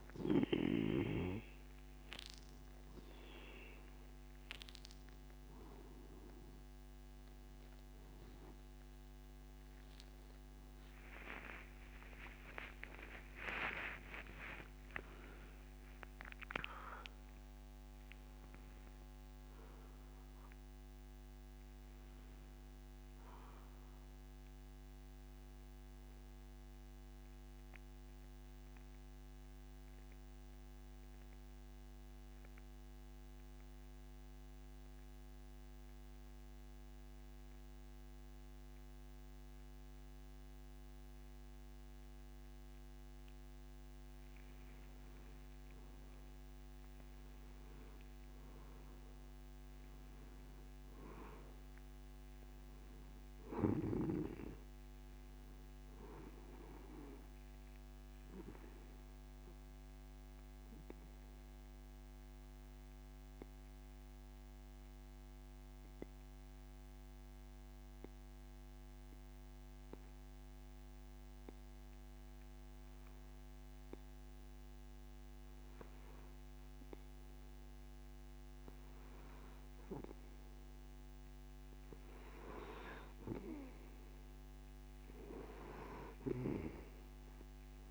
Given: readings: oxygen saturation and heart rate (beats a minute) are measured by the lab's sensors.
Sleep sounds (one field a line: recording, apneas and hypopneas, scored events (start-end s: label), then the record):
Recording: breathing in sleep by a microphone on the trachea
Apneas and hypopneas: 2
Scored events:
1.50-26.50 s: oxygen desaturation (device-marked, oxygen 97% before, 93% lowest)
11.00-15.00 s: arousal
26.50-44.00 s: central apnea (oxygen 96% before, 91% lowest)
46.50-51.00 s: arousal
51.50-72.50 s: oxygen desaturation (device-marked, oxygen 96% before, 93% lowest)
60.50-82.00 s: mixed apnea (oxygen 96% before, 91% lowest)
85.00-87.91 s: arousal
86.50-87.91 s: oxygen desaturation (device-marked, oxygen 96% before, 91% lowest)
From the record:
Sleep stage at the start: N2 (light sleep)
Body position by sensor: on the back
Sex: male